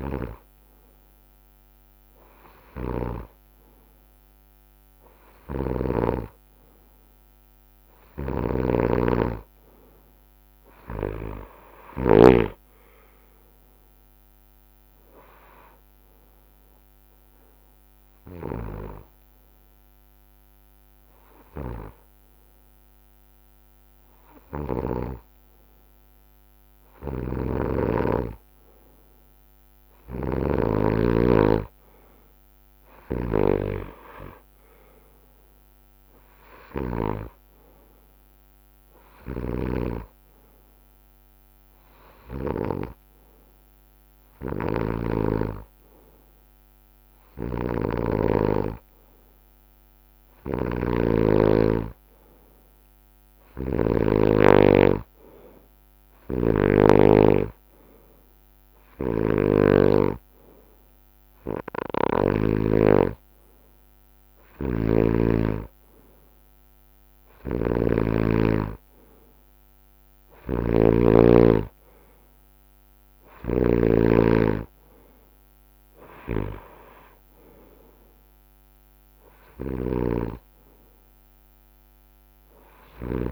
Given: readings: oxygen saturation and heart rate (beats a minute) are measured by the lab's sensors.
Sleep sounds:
breathing in sleep by a microphone on the trachea; 1
6.00-10.50 s: arousal
12.50-23.50 s: drop in pulse transit time (device-marked, heart rate 66 before, 61 extreme)
17.00-27.00 s: hypopnea (oxygen 94% before, 93% lowest, heart rate 66 before, 59 extreme, up 7 after)
29.50-32.50 s: arousal
40.50-42.50 s: bradycardia (device-marked, heart rate 66 before, 63 extreme)
64.50-71.00 s: snoring (device-marked)
75.50-83.32 s: drop in pulse transit time (device-marked, heart rate 65 before, 66 extreme)
From the record:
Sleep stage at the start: N2 (light sleep); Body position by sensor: on the right side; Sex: male

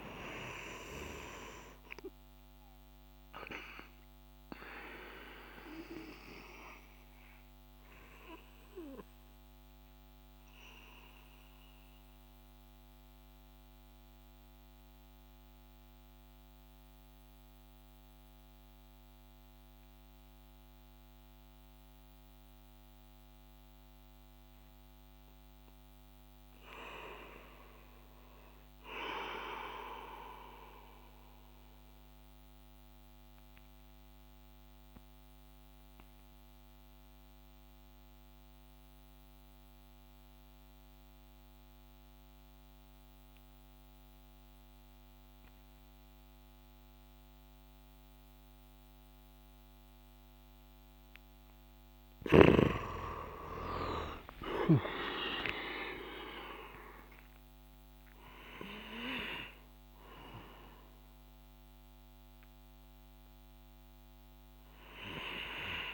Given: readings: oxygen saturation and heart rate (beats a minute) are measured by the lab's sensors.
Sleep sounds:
breathing in sleep by a microphone on the trachea; 2
7.50-24.00 s: central apnea (oxygen 97% before, 92% lowest)
25.50-28.50 s: arousal
32.00-51.50 s: mixed apnea (oxygen 97% before, 92% lowest)
53.00-58.50 s: arousal
54.50-65.50 s: oxygen desaturation (device-marked, oxygen 96% before, 93% lowest)
From the record:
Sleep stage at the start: N2 (light sleep); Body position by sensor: on the back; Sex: male

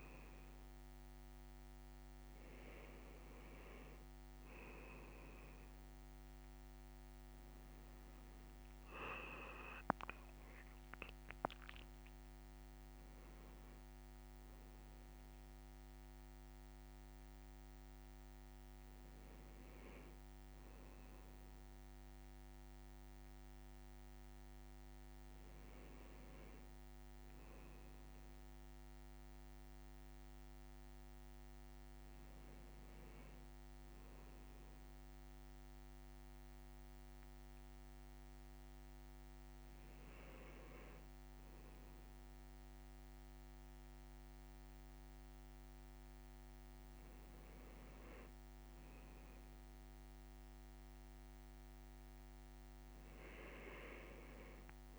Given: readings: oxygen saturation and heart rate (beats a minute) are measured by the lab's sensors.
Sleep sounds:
a person awake in a sleep study, by a microphone on the trachea; none
none scored
From the record:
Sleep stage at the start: awake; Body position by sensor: on the left side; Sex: male

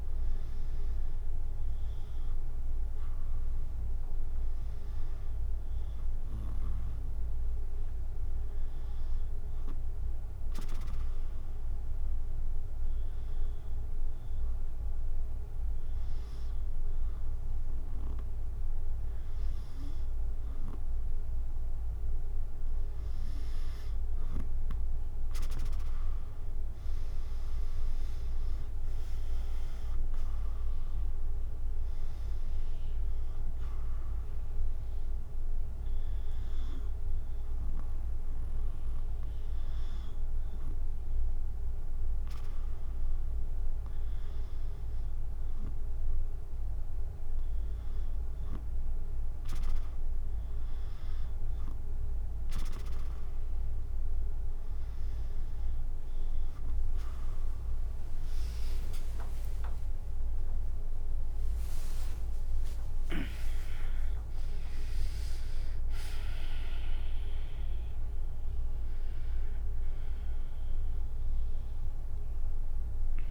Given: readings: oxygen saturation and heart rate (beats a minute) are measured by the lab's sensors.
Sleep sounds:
breathing in sleep by a room microphone; 1
13.00-23.50 s: hypopnea (oxygen 95% before, 93% lowest, heart rate 75 before, 69 extreme, up 9 after)
26.50-39.50 s: drop in pulse transit time (device-marked, heart rate 73 before, 69 extreme)
27.00-31.00 s: arousal
28.50-46.50 s: oxygen desaturation (device-marked, oxygen 96% before, 93% lowest, heart rate 73 before, 69 extreme)
58.00-62.50 s: arousal
58.50-65.50 s: tachycardia (device-marked, heart rate 77 before, 130 extreme)
58.50-72.50 s: drop in pulse transit time (device-marked, heart rate 72 before, 79 extreme)
From the record:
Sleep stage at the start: N2 (light sleep); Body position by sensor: on the back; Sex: female

